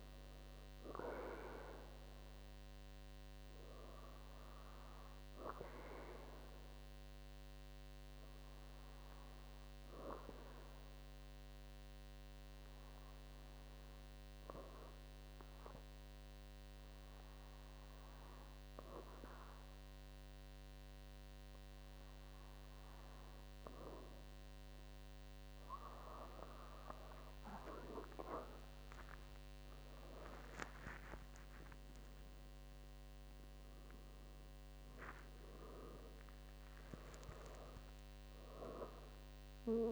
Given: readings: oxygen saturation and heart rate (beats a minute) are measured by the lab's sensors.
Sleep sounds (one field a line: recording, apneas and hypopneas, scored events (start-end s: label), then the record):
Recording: breathing in sleep by a microphone on the trachea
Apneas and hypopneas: 1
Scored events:
9.50-23.50 s: hypopnea (oxygen 99% before, 96% lowest, heart rate 65 before, 63 extreme, up 8 after)
29.50-34.50 s: arousal
From the record:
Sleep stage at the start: N2 (light sleep)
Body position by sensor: on the back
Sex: female